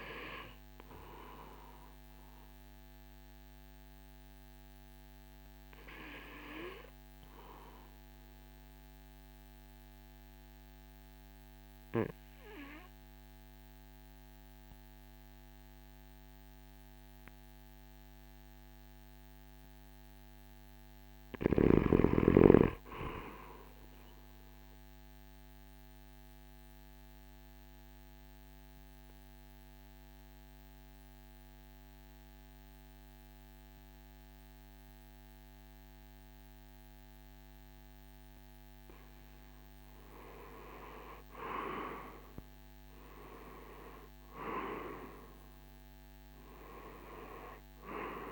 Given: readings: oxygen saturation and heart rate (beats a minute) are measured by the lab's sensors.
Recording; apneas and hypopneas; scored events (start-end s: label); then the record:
breathing in sleep by a microphone on the trachea; 2
1.00-15.00 s: oxygen desaturation (device-marked, oxygen 94% before, 83% lowest, heart rate 64 before, 53 extreme)
1.00-18.50 s: obstructive apnea (oxygen 94% before, 83% lowest, heart rate 64 before, 53 extreme, up 1 after)
19.50-22.00 s: arousal
25.00-39.00 s: obstructive apnea (oxygen 99% before, 84% lowest, heart rate 58 before, 53 extreme, up 16 after)
31.00-48.32 s: oxygen desaturation (device-marked, oxygen 97% before, 88% lowest, heart rate 56 before, 54 extreme)
40.50-45.50 s: arousal
From the record:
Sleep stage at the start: REM sleep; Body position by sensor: on the right side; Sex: male